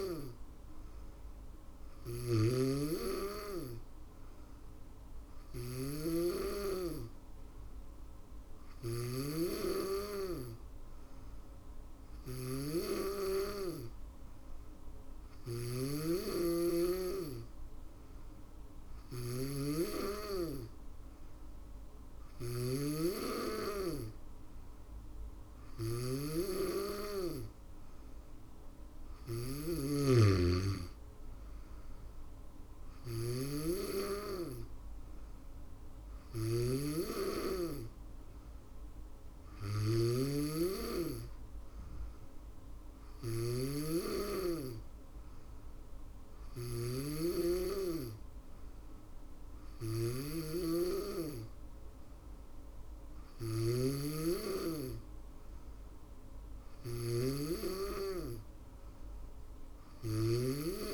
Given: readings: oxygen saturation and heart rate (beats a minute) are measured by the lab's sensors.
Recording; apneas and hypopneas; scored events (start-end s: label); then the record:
breathing in sleep by a room microphone; none
0.00-60.94 s: snoring (device-marked)
16.50-26.50 s: drop in pulse transit time (device-marked, heart rate 65 before, 68 extreme)
From the record:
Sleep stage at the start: N2 (light sleep); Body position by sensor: on the back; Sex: female